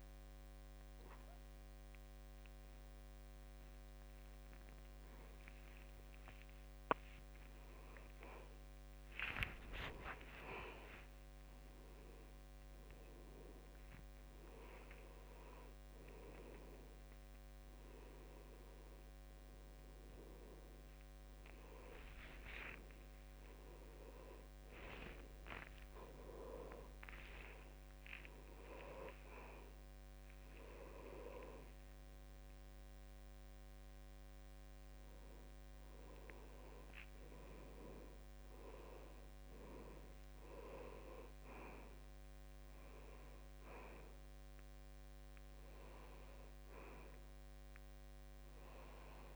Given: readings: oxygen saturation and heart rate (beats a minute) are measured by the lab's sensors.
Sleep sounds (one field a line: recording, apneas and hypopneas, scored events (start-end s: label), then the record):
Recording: breathing in sleep by a microphone on the trachea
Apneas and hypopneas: none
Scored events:
0.00-13.50 s: oxygen desaturation (device-marked, oxygen 79% lowest, heart rate 70 extreme)
9.50-11.50 s: long interval between heartbeats (device-marked, heart rate 73 before, 84 extreme)
18.50-48.50 s: new sleep stage, N1 (lightest sleep)
22.00-27.00 s: arousal
24.50-26.50 s: long interval between heartbeats (device-marked, heart rate 79 before, 83 extreme)
48.50-49.36 s: new sleep stage, N2 (light sleep)
From the record:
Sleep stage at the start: N2 (light sleep)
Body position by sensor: on the back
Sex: male